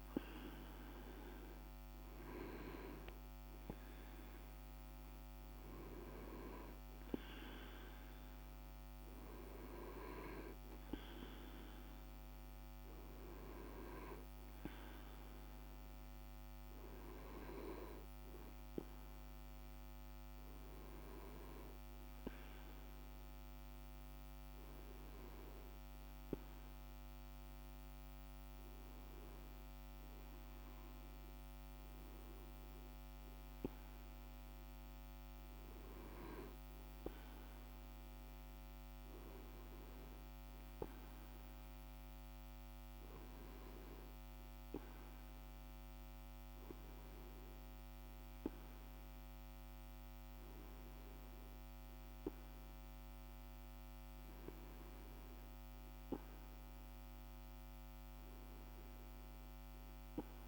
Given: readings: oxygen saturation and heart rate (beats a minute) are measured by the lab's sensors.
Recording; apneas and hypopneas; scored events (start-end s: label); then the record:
breathing in sleep by a microphone on the trachea; none
none scored
From the record:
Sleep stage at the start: N2 (light sleep); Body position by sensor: on the back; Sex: male